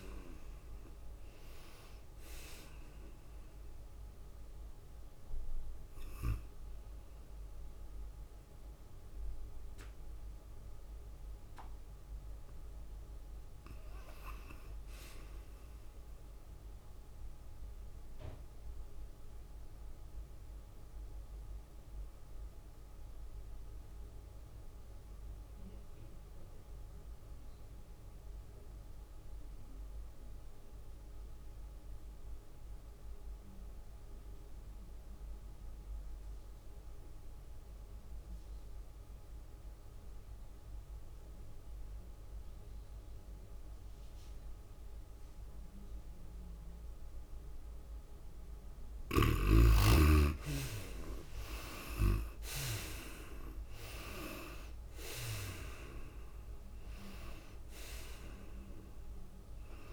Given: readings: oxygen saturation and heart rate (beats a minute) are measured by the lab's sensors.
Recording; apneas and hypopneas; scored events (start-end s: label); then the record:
breathing in sleep by a room microphone; 1
0.00-6.50 s: tachycardia (device-marked, heart rate 104 extreme)
0.00-9.50 s: drop in pulse transit time (device-marked, heart rate 86 extreme)
0.00-15.50 s: oxygen desaturation (device-marked, oxygen 73% lowest, heart rate 83 extreme)
15.50-18.00 s: arousal
19.00-49.00 s: obstructive apnea (oxygen 98% before, 69% lowest, heart rate 100 before, 81 extreme, up 20 after)
30.50-59.93 s: oxygen desaturation (device-marked, oxygen 98% before, 69% lowest, heart rate 96 before, 81 extreme)
51.50-55.50 s: arousal
53.50-59.93 s: drop in pulse transit time (device-marked, heart rate 87 before, 92 extreme)
53.50-59.93 s: tachycardia (device-marked, heart rate 95 before, 106 extreme)
From the record:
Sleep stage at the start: N2 (light sleep); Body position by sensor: on the right side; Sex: female